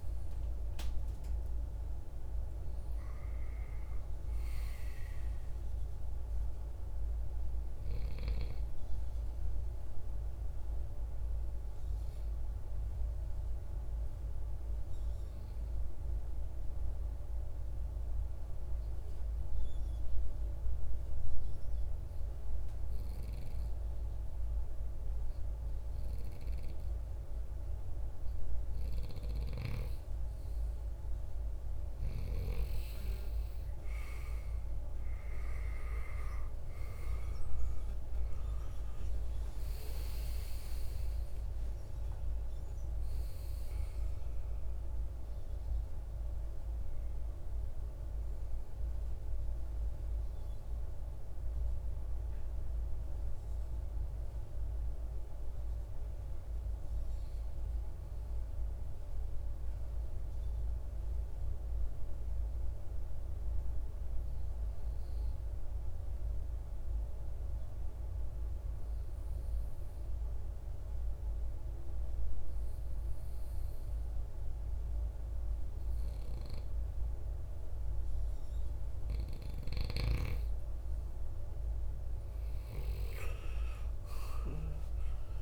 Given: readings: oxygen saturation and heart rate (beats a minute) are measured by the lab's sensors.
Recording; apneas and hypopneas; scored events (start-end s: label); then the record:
breathing in sleep, hard to hear, by a room microphone; 2
4.00-8.00 s: arousal
10.00-29.00 s: hypopnea (oxygen 95% before, 92% lowest, heart rate 60 before, 54 extreme, up 18 after)
36.50-41.00 s: arousal
36.50-58.50 s: oxygen desaturation (device-marked, oxygen 96% before, 92% lowest, heart rate 60 before, 53 extreme)
62.00-77.00 s: obstructive apnea (oxygen 99% before, 90% lowest, heart rate 62 before, 53 extreme, up 15 after)
78.50-85.42 s: oxygen desaturation (device-marked, oxygen 98% before, 90% lowest, heart rate 55 before, 52 extreme)
84.00-85.42 s: arousal
From the record:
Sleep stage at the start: N2 (light sleep); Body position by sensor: on the right side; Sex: male